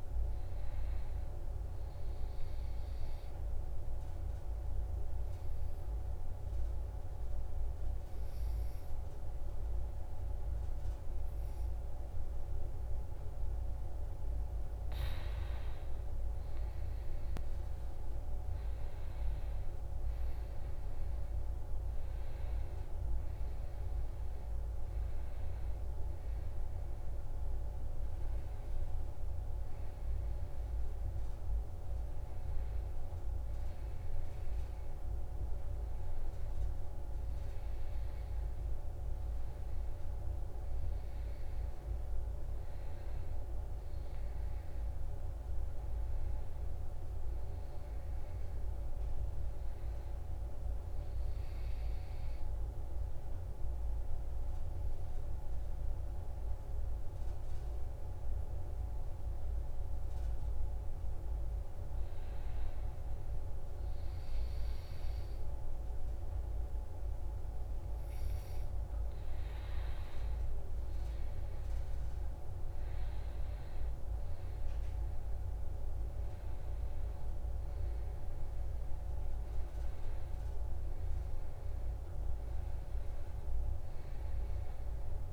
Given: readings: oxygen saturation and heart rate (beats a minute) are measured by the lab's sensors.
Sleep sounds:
breathing in sleep, hard to hear, by a room microphone; 2
1.50-14.00 s: obstructive apnea (oxygen 96% before, 90% lowest, heart rate 72 before, 66 extreme, up 4 after)
14.00-39.00 s: oxygen desaturation (device-marked, oxygen 95% before, 90% lowest, heart rate 68 before, 63 extreme)
16.50-20.00 s: arousal
44.50-48.00 s: arousal
51.00-62.50 s: obstructive apnea (oxygen 96% before, 92% lowest, heart rate 70 before, 63 extreme, up 5 after)
70.00-85.33 s: oxygen desaturation (device-marked, oxygen 96% before, 92% lowest, heart rate 67 before, 63 extreme)
71.50-75.50 s: arousal
From the record:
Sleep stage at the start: N2 (light sleep); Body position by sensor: on the back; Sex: male

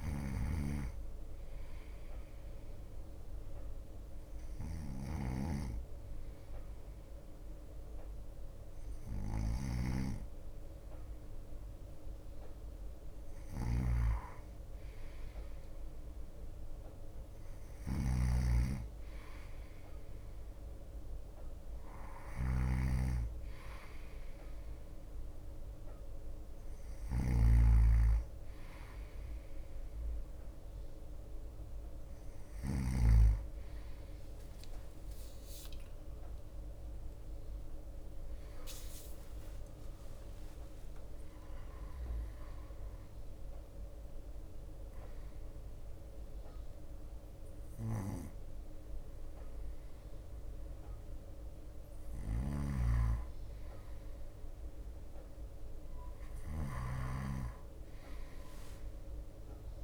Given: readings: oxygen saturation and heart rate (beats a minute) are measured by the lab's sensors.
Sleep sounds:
breathing in sleep by a room microphone; 1
0.00-2.00 s: drop in pulse transit time (device-marked, heart rate 55 extreme)
0.00-33.00 s: snoring (device-marked)
0.00-34.00 s: bradycardia (device-marked, heart rate 55 extreme)
2.00-12.00 s: hypopnea (oxygen 94% before, 92% lowest, heart rate 59 before, 55 extreme, up 3 after)
15.00-18.00 s: arousal
35.00-39.50 s: arousal
37.00-49.00 s: drop in pulse transit time (device-marked, heart rate 57 before, 60 extreme)
49.00-54.00 s: bradycardia (device-marked, heart rate 58 before, 59 extreme)
52.50-57.00 s: snoring (device-marked)
55.00-59.84 s: bradycardia (device-marked, heart rate 58 before, 54 extreme)
From the record:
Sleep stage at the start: N2 (light sleep); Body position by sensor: on the right side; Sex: male

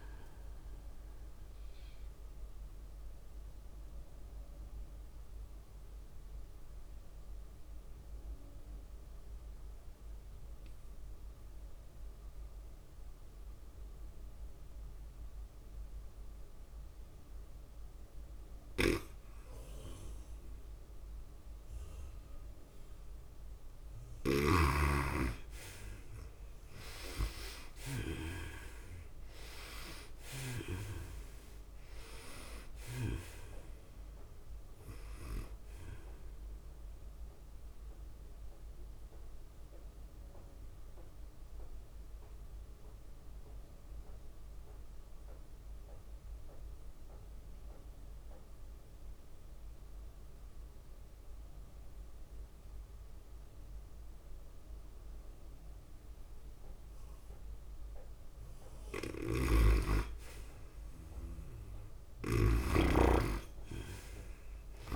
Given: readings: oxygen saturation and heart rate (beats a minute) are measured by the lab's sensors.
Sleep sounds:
breathing in sleep by a room microphone; 2
0.00-8.00 s: drop in pulse transit time (device-marked, heart rate 103 extreme)
0.00-9.00 s: tachycardia (device-marked, heart rate 106 extreme)
0.00-13.00 s: oxygen desaturation (device-marked, oxygen 80% lowest, heart rate 98 extreme)
2.50-23.50 s: obstructive apnea (oxygen 98% before, 80% lowest, heart rate 101 before, 98 extreme, up 13 after)
19.00-25.00 s: snoring (device-marked)
21.00-43.00 s: tachycardia (device-marked, heart rate 103 before, 111 extreme)
25.00-27.00 s: long interval between heartbeats (device-marked, heart rate 100 before, 109 extreme)
25.50-29.50 s: arousal
26.00-45.00 s: oxygen desaturation (device-marked, oxygen 99% before, 83% lowest, heart rate 100 before, 97 extreme)
30.00-50.00 s: drop in pulse transit time (device-marked, heart rate 102 before, 98 extreme)
38.50-59.00 s: mixed apnea (oxygen 99% before, 83% lowest, heart rate 104 before, 97 extreme, up 3 after)
50.00-56.00 s: tachycardia (device-marked, heart rate 103 before, 108 extreme)
53.50-55.50 s: long interval between heartbeats (device-marked, heart rate 102 before, 107 extreme)
56.00-64.96 s: oxygen desaturation (device-marked, oxygen 98% before, 83% lowest, heart rate 102 before, 94 extreme)
59.50-63.00 s: snoring (device-marked)
62.00-64.96 s: arousal
63.00-64.96 s: tachycardia (device-marked, heart rate 103 before, 105 extreme)
From the record:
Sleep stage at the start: N2 (light sleep); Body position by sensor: on the right side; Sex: female

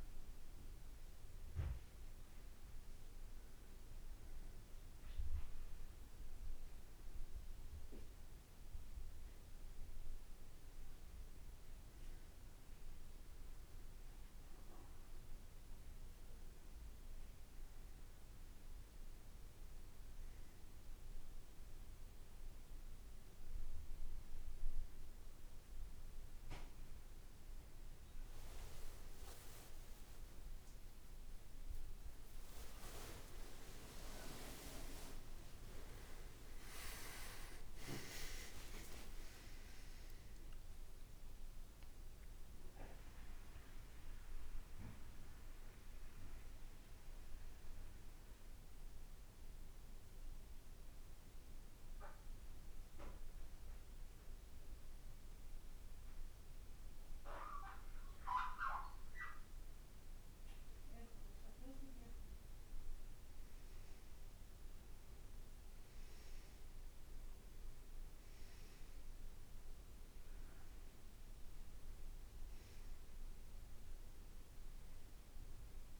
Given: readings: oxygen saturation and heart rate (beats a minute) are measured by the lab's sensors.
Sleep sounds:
breathing in sleep by a room microphone; 1
29.50-35.50 s: arousal
30.50-32.50 s: long interval between heartbeats (device-marked, heart rate 58 before, 68 extreme)
32.50-48.50 s: drop in pulse transit time (device-marked, heart rate 59 before, 59 extreme)
33.00-35.00 s: long interval between heartbeats (device-marked, heart rate 59 before, 78 extreme)
34.50-41.50 s: tachycardia (device-marked, heart rate 58 before, 143 extreme)
36.50-38.50 s: long interval between heartbeats (device-marked, heart rate 64 before, 98 extreme)
40.00-42.00 s: long interval between heartbeats (device-marked, heart rate 73 before, 132 extreme)
48.50-60.00 s: central apnea (oxygen 94% before, 90% lowest, heart rate 93 before, 56 extreme, up 4 after)
63.00-67.00 s: arousal
72.50-75.99 s: oxygen desaturation (device-marked, oxygen 96% before, 90% lowest, heart rate 58 before, 56 extreme)
From the record:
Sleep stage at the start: N2 (light sleep); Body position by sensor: on the back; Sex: male

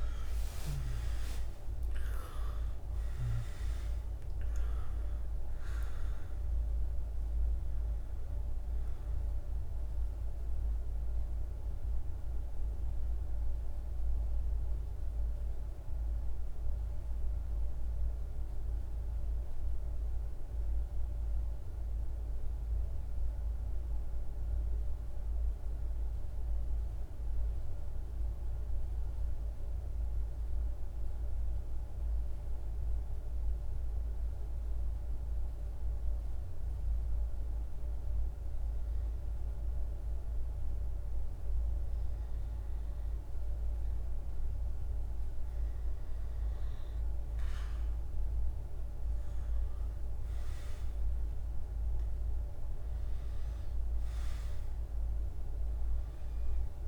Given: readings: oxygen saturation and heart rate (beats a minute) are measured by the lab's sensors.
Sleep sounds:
breathing in sleep, hard to hear, by a room microphone; 1
0.00-2.00 s: arousal
0.00-23.50 s: oxygen desaturation (device-marked, oxygen 90% lowest, heart rate 53 extreme)
15.00-38.00 s: central apnea (oxygen 98% before, 91% lowest, heart rate 58 before, 54 extreme, up 1 after)
43.50-56.88 s: oxygen desaturation (device-marked, oxygen 99% before, 91% lowest, heart rate 55 before, 53 extreme)
48.00-52.50 s: arousal
From the record:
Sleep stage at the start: REM sleep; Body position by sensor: on the back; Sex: male

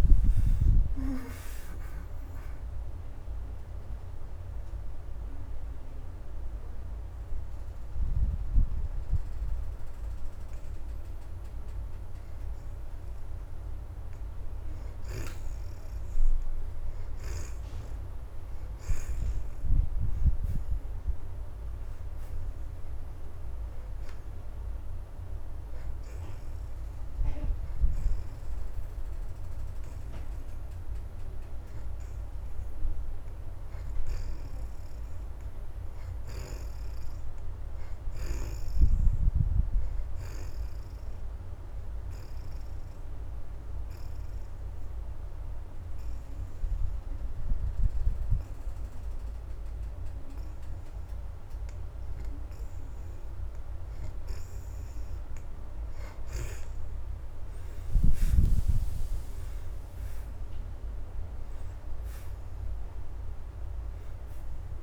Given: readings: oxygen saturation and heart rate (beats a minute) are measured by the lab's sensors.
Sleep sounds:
breathing in sleep by a room microphone; 2
1.50-15.50 s: oxygen desaturation (device-marked, oxygen 74% before, 60% lowest, heart rate 90 before, 76 extreme)
3.00-14.00 s: hypopnea (oxygen 74% before, 60% lowest, heart rate 90 before, 76 extreme, up 2 after)
15.50-20.00 s: arousal
27.50-39.50 s: oxygen desaturation (device-marked, oxygen 84% before, 65% lowest, heart rate 81 before, 80 extreme)
43.50-55.00 s: obstructive apnea (oxygen 84% before, 62% lowest, heart rate 82 before, 79 extreme, up 11 after)
48.50-57.50 s: oxygen desaturation (device-marked, oxygen 75% before, 66% lowest, heart rate 82 before, 79 extreme)
57.00-61.00 s: arousal
From the record:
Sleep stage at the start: N2 (light sleep); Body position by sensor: on the back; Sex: female

